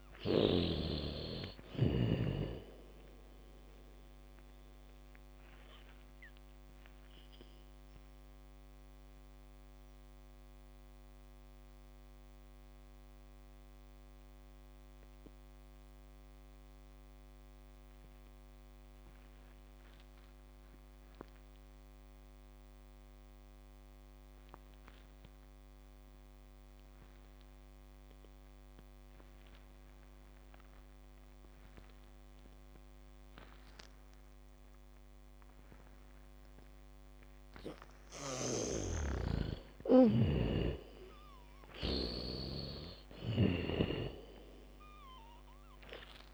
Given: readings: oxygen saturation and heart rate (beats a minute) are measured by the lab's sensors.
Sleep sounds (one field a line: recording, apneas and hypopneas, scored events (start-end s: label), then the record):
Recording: breathing in sleep by a microphone on the trachea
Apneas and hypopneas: 1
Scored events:
0.00-27.50 s: oxygen desaturation (device-marked, oxygen 79% lowest, heart rate 50 extreme)
6.00-37.50 s: mixed apnea (oxygen 99% before, 77% lowest, heart rate 62 before, 50 extreme)
34.50-36.50 s: bradycardia (device-marked, heart rate 67 before, 61 extreme)
35.50-46.34 s: oxygen desaturation (device-marked, oxygen 98% before, 77% lowest, heart rate 70 before, 42 extreme)
38.50-42.50 s: snoring (device-marked)
38.50-43.50 s: bradycardia (device-marked, heart rate 67 before, 50 extreme)
39.50-44.00 s: arousal
From the record:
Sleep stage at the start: N2 (light sleep)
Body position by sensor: on the back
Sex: female